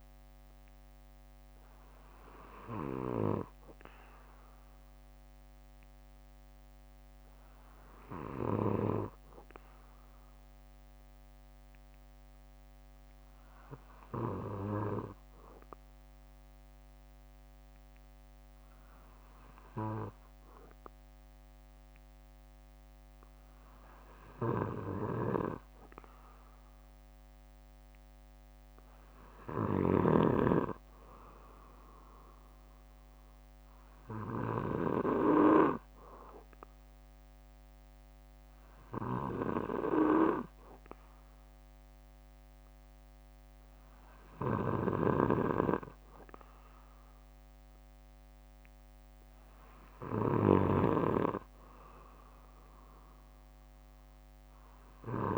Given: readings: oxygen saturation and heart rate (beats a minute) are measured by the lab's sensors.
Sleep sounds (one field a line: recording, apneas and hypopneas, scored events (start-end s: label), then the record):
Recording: breathing in sleep by a microphone on the trachea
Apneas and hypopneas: 1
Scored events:
0.00-13.00 s: bradycardia (device-marked, heart rate 58 extreme)
7.00-10.00 s: arousal
13.00-27.50 s: hypopnea (oxygen 95% before, 94% lowest, heart rate 59 before, 59 extreme, up 2 after)
30.50-33.50 s: arousal
45.00-48.00 s: bradycardia (device-marked, heart rate 60 before, 59 extreme)
54.00-55.38 s: bradycardia (device-marked, heart rate 60 before, 60 extreme)
From the record:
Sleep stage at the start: N2 (light sleep)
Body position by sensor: on the back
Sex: male